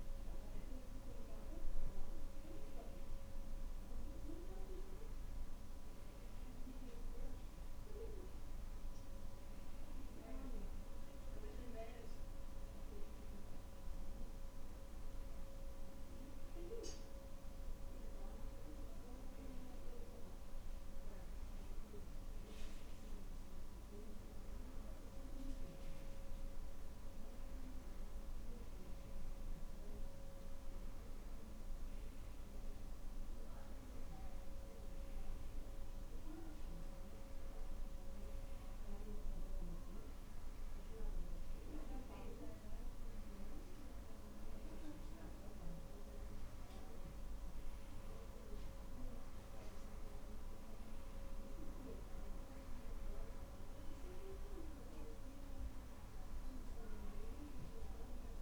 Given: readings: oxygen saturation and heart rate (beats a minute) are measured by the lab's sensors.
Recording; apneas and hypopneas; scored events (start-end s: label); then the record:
breathing in sleep by a room microphone; none
none scored
From the record:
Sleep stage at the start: N2 (light sleep); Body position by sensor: on the back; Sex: male